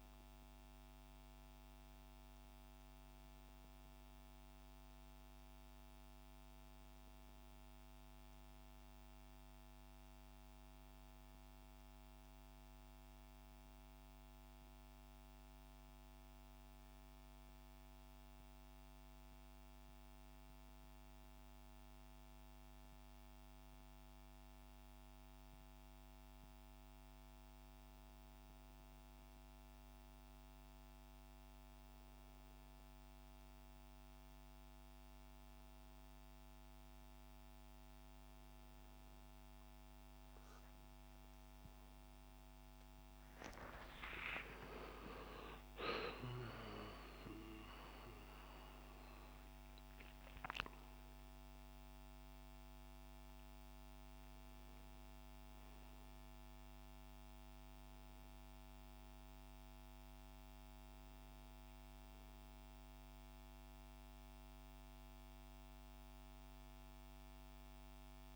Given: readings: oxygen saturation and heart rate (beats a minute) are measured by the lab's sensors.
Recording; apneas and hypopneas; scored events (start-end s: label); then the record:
breathing in sleep by a microphone on the trachea; 1
13.50-28.50 s: obstructive apnea (oxygen 96% before, 93% lowest, heart rate 69 before, 64 extreme, up 5 after)
43.50-49.00 s: arousal
From the record:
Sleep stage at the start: N2 (light sleep); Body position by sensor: on the back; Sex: male